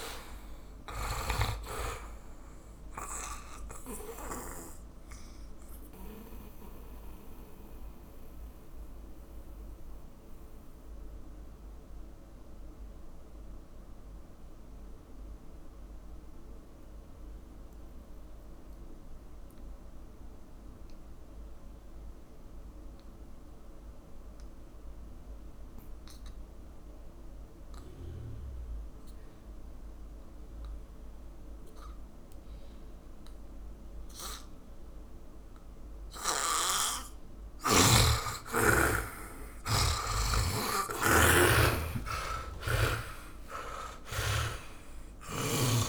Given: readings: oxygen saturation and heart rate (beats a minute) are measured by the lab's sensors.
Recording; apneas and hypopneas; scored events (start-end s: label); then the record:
breathing in sleep by a room microphone; 1
0.00-1.50 s: snoring (device-marked)
0.00-22.00 s: oxygen desaturation (device-marked, oxygen 74% lowest, heart rate 43 extreme)
4.50-36.50 s: mixed apnea (oxygen 100% before, 74% lowest, heart rate 57 before, 47 extreme, up 31 after)
37.00-41.00 s: oxygen desaturation (device-marked, oxygen 100% before, 92% lowest, heart rate 54 before, 58 extreme)
38.50-43.00 s: arousal
41.00-44.50 s: snoring (device-marked)
43.00-45.89 s: oxygen desaturation (device-marked, oxygen 95% before, 74% lowest, heart rate 52 before, 43 extreme)
From the record:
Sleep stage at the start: N2 (light sleep); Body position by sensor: on the back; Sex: male